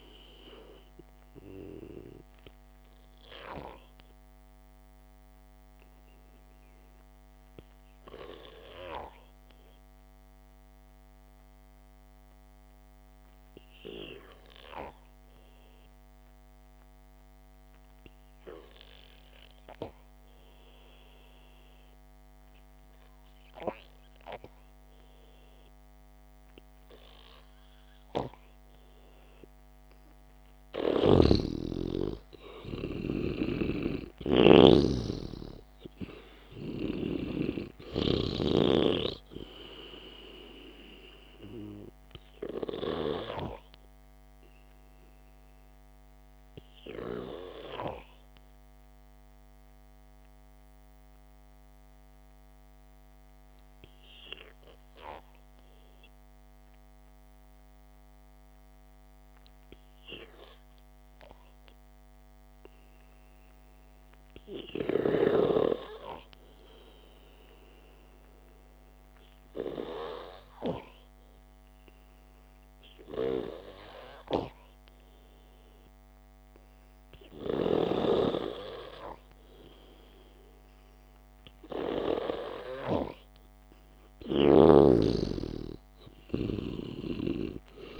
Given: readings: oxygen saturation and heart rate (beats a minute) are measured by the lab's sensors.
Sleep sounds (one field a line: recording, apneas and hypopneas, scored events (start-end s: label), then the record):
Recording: breathing in sleep by a microphone on the trachea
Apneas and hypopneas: 2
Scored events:
5.50-30.00 s: obstructive apnea (oxygen 97% before, 91% lowest, heart rate 61 before, 54 extreme, up 1 after)
14.00-20.00 s: oxygen desaturation (device-marked, oxygen 94% before, 91% lowest, heart rate 62 before, 54 extreme)
31.50-39.00 s: snoring (device-marked)
32.00-35.50 s: arousal
45.00-64.50 s: obstructive apnea (oxygen 98% before, 93% lowest, heart rate 57 before, 53 extreme, up 1 after)
65.00-69.00 s: arousal
85.00-88.00 s: oxygen desaturation (device-marked, oxygen 96% before, 93% lowest, heart rate 57 before, 54 extreme)
85.00-88.00 s: snoring (device-marked)
From the record:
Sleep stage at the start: N2 (light sleep)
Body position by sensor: on the back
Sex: male